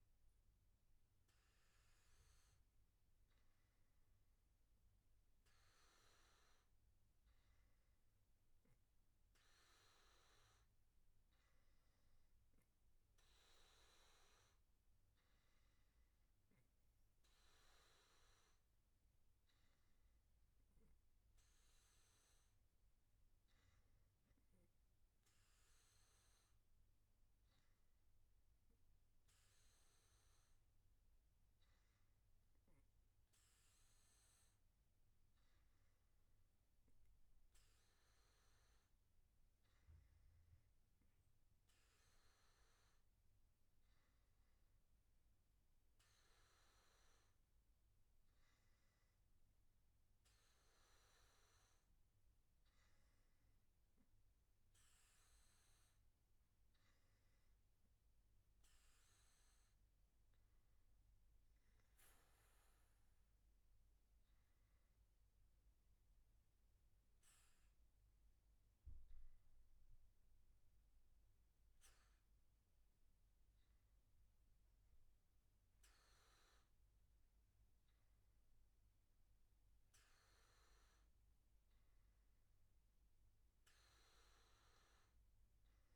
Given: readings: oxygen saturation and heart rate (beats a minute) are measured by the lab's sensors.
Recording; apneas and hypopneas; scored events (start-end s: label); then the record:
breathing in sleep, hard to hear, by a room microphone; none
10.00-85.96 s: new sleep stage, N2 (light sleep)
From the record:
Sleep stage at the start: N1 (lightest sleep); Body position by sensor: on the back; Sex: male